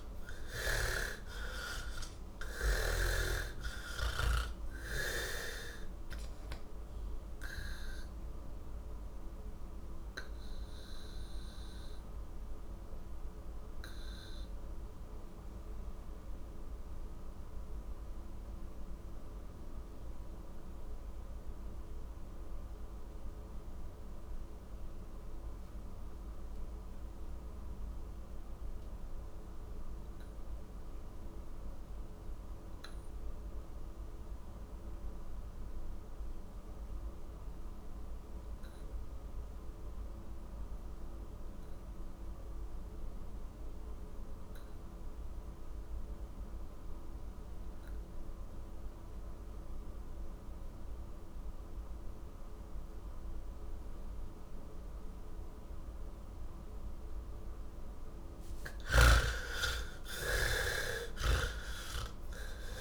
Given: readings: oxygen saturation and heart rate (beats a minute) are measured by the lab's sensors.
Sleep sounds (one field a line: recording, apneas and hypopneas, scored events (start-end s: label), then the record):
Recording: breathing in sleep by a room microphone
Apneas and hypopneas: 1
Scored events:
0.00-3.00 s: snoring (device-marked)
0.00-23.00 s: oxygen desaturation (device-marked, oxygen 63% lowest, heart rate 96 extreme)
6.00-56.50 s: obstructive apnea (oxygen 92% before, 62% lowest, heart rate 141 before, 89 extreme)
25.00-62.81 s: oxygen desaturation (device-marked, oxygen 97% before, 62% lowest, heart rate 130 before, 89 extreme)
58.50-62.81 s: snoring (device-marked)
From the record:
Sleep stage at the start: N2 (light sleep)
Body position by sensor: on the back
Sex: male